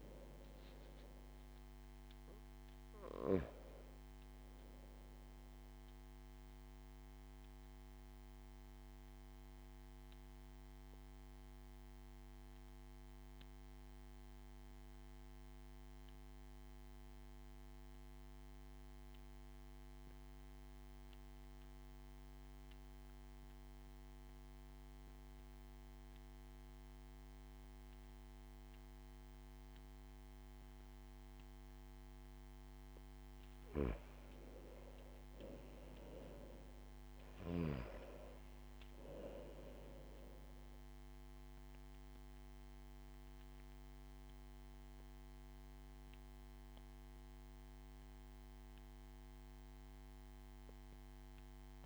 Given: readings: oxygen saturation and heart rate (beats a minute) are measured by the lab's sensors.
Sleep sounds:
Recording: breathing in sleep, hard to hear, by a microphone on the trachea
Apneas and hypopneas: 1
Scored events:
0.00-17.50 s: oxygen desaturation (device-marked, oxygen 91% lowest)
8.50-32.50 s: obstructive apnea (oxygen 97% before, 90% lowest)
34.50-38.00 s: arousal
35.50-51.86 s: oxygen desaturation (device-marked, oxygen 96% before, 90% lowest)
From the record:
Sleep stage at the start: N2 (light sleep)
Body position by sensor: on the back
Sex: male

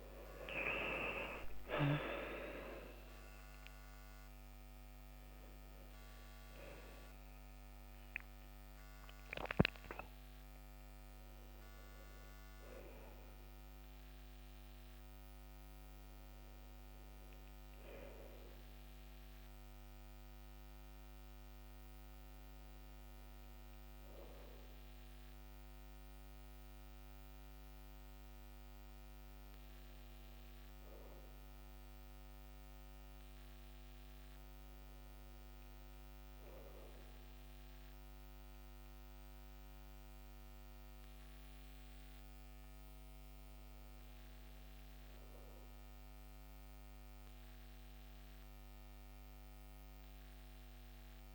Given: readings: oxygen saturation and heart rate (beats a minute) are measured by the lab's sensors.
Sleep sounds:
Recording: breathing in sleep by a microphone on the trachea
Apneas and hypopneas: none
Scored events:
0.00-4.00 s: arousal
3.50-37.50 s: oxygen desaturation (device-marked, oxygen 97% before, 89% lowest, heart rate 66 before, 63 extreme)
From the record:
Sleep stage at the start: N2 (light sleep)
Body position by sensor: on the back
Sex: male

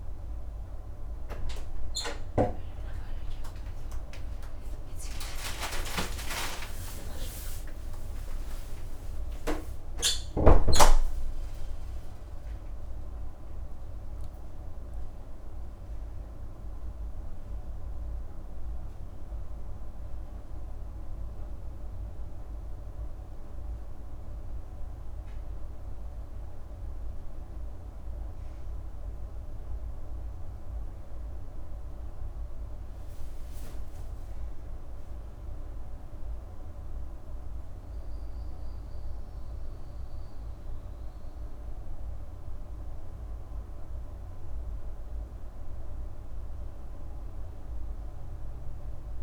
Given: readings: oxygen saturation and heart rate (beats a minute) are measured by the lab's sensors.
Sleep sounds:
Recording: a person awake in a sleep study, by a room microphone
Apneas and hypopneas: none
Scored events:
none scored
From the record:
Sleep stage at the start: awake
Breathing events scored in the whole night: 86 in 5.5 hours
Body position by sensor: on the back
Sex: female

